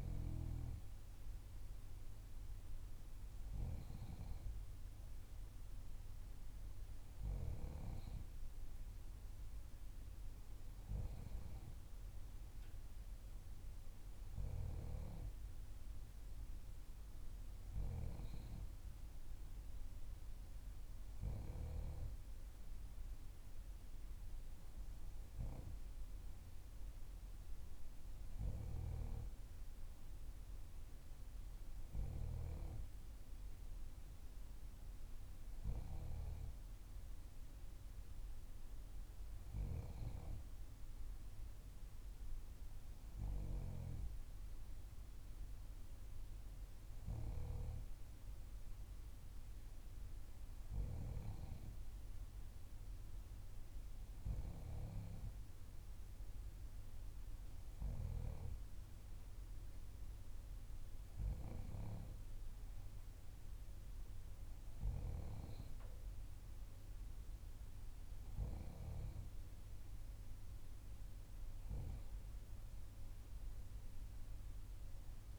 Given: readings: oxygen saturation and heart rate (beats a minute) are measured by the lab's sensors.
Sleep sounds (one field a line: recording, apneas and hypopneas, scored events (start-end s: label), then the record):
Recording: breathing in sleep by a room microphone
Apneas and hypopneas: none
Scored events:
none scored
From the record:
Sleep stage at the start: N3 (deep sleep)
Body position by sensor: on the back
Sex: female